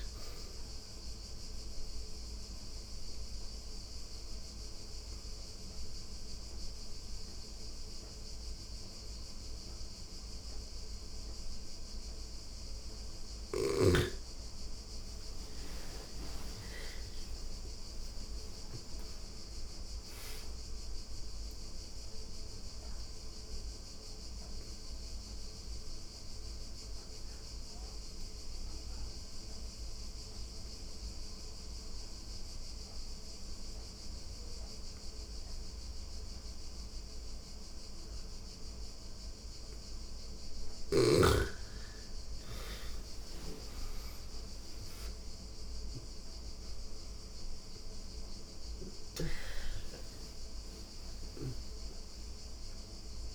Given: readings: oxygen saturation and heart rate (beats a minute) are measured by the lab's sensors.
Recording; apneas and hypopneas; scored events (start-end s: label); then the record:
breathing in sleep by a room microphone; 2
1.00-13.50 s: obstructive apnea (oxygen 99% before, 86% lowest, heart rate 88 before, 83 extreme, up 9 after)
5.50-8.50 s: oxygen desaturation (device-marked, oxygen 98% before, 92% lowest, heart rate 85 before, 83 extreme)
14.50-18.00 s: arousal
18.50-34.50 s: oxygen desaturation (device-marked, oxygen 95% before, 88% lowest, heart rate 85 before, 86 extreme)
21.00-39.50 s: obstructive apnea (oxygen 98% before, 85% lowest, heart rate 86 before, 86 extreme, up 7 after)
42.00-46.50 s: arousal
43.50-53.35 s: oxygen desaturation (device-marked, oxygen 99% before, 86% lowest, heart rate 87 before, 85 extreme)
From the record:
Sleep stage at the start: N2 (light sleep); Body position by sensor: on the back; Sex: female